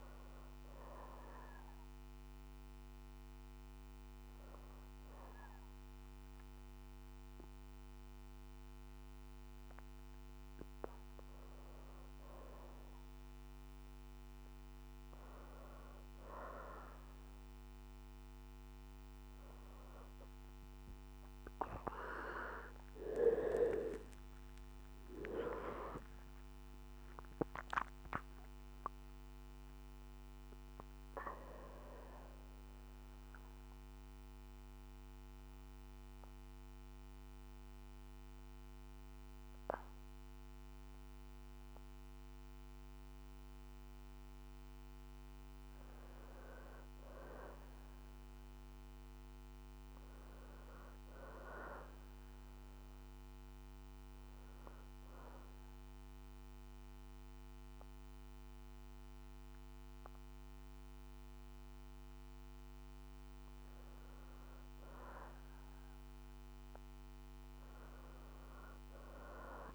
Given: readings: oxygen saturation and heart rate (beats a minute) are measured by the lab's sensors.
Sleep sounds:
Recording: breathing in sleep by a microphone on the trachea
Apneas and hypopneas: 2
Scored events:
1.00-12.50 s: hypopnea (oxygen 95% before, 91% lowest, heart rate 62 before, 61 extreme, up 2 after)
20.00-24.50 s: arousal
33.50-44.50 s: central apnea (oxygen 95% before, 91% lowest, heart rate 62 before, 57 extreme, up 3 after)
47.00-51.50 s: arousal
55.00-62.00 s: oxygen desaturation (device-marked, oxygen 99% before, 91% lowest, heart rate 59 before, 59 extreme)
From the record:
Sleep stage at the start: N2 (light sleep)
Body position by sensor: on the back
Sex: female

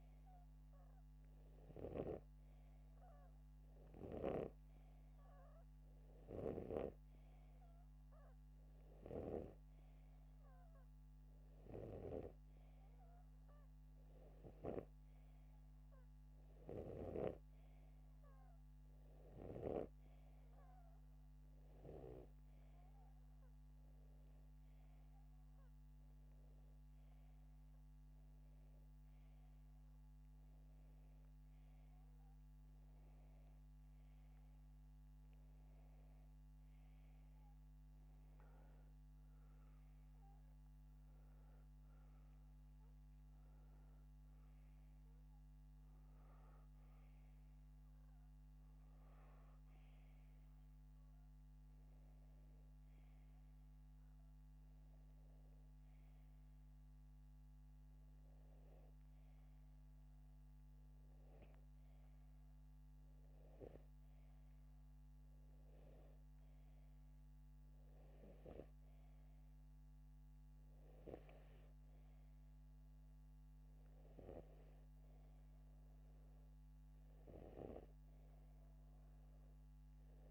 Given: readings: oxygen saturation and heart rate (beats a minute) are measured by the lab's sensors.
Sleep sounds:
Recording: breathing in sleep by a microphone on the trachea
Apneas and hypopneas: none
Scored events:
0.00-5.00 s: snoring (device-marked)
9.50-20.50 s: snoring (device-marked)
From the record:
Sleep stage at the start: N2 (light sleep)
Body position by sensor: upright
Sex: male

